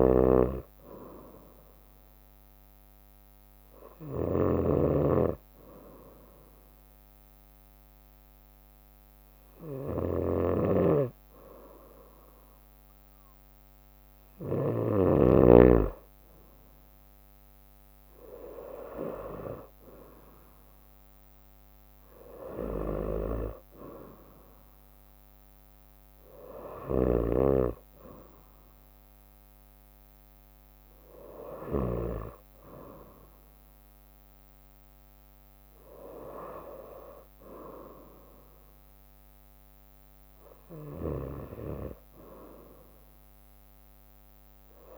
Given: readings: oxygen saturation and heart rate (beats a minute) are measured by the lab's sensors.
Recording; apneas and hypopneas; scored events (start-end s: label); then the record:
breathing in sleep by a microphone on the trachea; 1
0.00-15.00 s: snoring (device-marked)
0.50-13.50 s: obstructive apnea (oxygen 94% before, 93% lowest, heart rate 66 before, 64 extreme, up 5 after)
14.50-26.50 s: drop in pulse transit time (device-marked, heart rate 65 before, 65 extreme)
18.50-22.00 s: arousal
27.00-32.00 s: snoring (device-marked)
41.00-44.98 s: snoring (device-marked)
From the record:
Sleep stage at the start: N2 (light sleep); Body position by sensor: on the right side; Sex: female